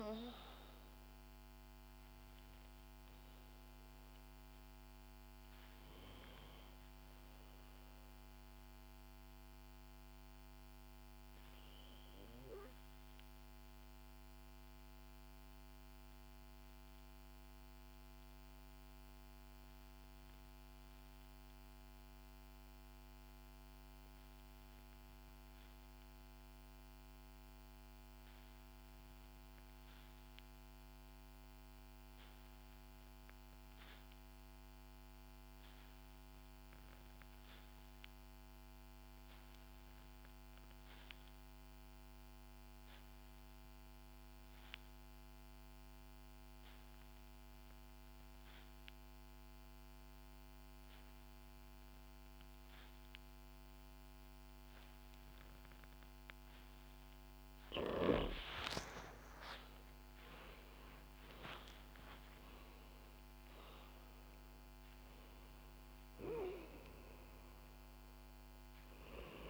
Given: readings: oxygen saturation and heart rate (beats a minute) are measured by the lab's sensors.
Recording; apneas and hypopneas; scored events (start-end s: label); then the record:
breathing in sleep by a microphone on the trachea; 1
0.00-22.00 s: oxygen desaturation (device-marked, oxygen 84% lowest, heart rate 57 extreme)
13.50-58.00 s: obstructive apnea (oxygen 95% before, 83% lowest, heart rate 67 before, 56 extreme, up 15 after)
40.00-69.50 s: oxygen desaturation (device-marked, oxygen 97% before, 83% lowest, heart rate 61 before, 55 extreme)
58.50-60.50 s: long interval between heartbeats (device-marked, heart rate 65 before, 77 extreme)
59.00-63.50 s: arousal
From the record:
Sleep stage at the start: N2 (light sleep); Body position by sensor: on the back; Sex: female